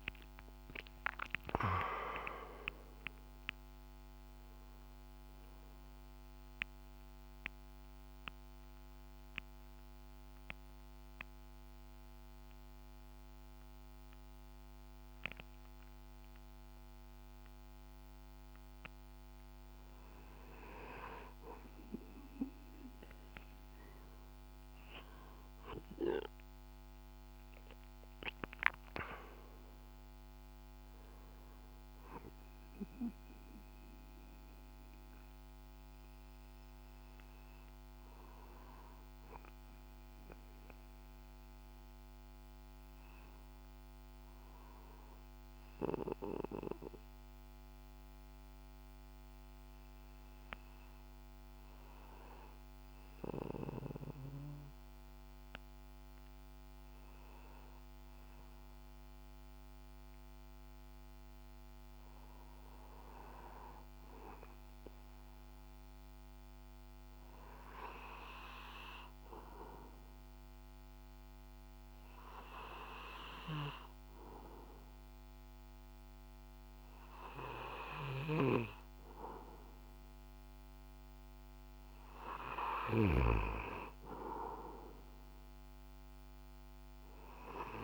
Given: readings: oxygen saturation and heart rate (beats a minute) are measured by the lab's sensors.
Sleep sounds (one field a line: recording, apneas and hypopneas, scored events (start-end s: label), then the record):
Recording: breathing in sleep by a microphone on the trachea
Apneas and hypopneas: 2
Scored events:
4.00-9.00 s: oxygen desaturation (device-marked, oxygen 100% before, 97% lowest, heart rate 62 before, 54 extreme)
6.00-18.50 s: central apnea (oxygen 100% before, 94% lowest, heart rate 64 before, 54 extreme, up 10 after)
11.00-19.00 s: oxygen desaturation (device-marked, oxygen 100% before, 95% lowest, heart rate 68 before, 54 extreme)
23.00-28.50 s: arousal
30.00-47.00 s: oxygen desaturation (device-marked, oxygen 99% before, 94% lowest, heart rate 60 before, 55 extreme)
64.00-80.50 s: hypopnea (oxygen 99% before, 96% lowest, heart rate 57 before, 54 extreme, up 5 after)
82.00-87.50 s: snoring (device-marked)
82.50-87.50 s: arousal
From the record:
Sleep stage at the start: N2 (light sleep)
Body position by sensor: on the back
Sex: male